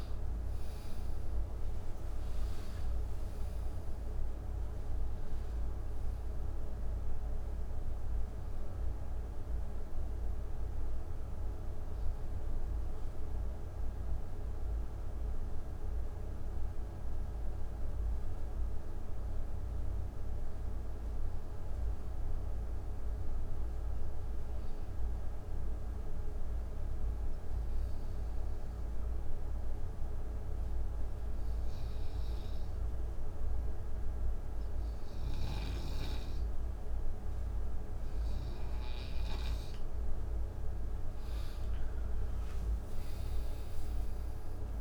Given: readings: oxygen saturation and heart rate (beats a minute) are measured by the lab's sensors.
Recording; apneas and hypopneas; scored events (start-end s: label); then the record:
breathing in sleep, hard to hear, by a room microphone; 1
0.00-3.50 s: arousal
0.00-22.50 s: oxygen desaturation (device-marked, oxygen 89% lowest, heart rate 53 extreme)
15.50-37.00 s: hypopnea (oxygen 95% before, 89% lowest, heart rate 73 before, 55 extreme, up 51 after)
37.50-44.81 s: oxygen desaturation (device-marked, oxygen 98% before, 89% lowest, heart rate 59 before, 52 extreme)
41.00-44.81 s: arousal
From the record:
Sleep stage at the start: N2 (light sleep); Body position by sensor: on the right side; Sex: male